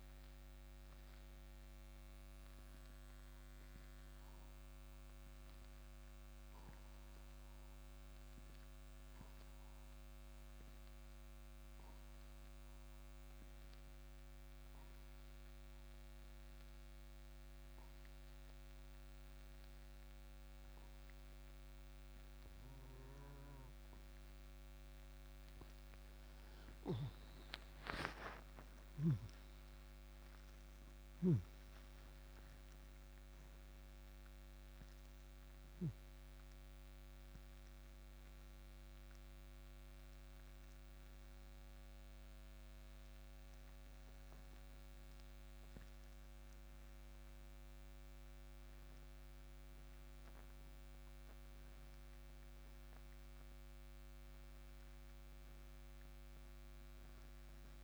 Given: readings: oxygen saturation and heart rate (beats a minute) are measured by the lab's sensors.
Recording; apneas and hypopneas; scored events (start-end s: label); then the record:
breathing in sleep, hard to hear, by a microphone on the trachea; 1
6.00-25.00 s: obstructive apnea (oxygen 96% before, 86% lowest, heart rate 60 before, 58 extreme, up 6 after)
13.00-20.00 s: oxygen desaturation (device-marked, oxygen 96% before, 93% lowest, heart rate 60 before, 60 extreme)
29.00-33.50 s: arousal
34.00-57.84 s: oxygen desaturation (device-marked, oxygen 96% before, 86% lowest, heart rate 61 before, 57 extreme)
From the record:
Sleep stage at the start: N2 (light sleep); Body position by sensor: on the right side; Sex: male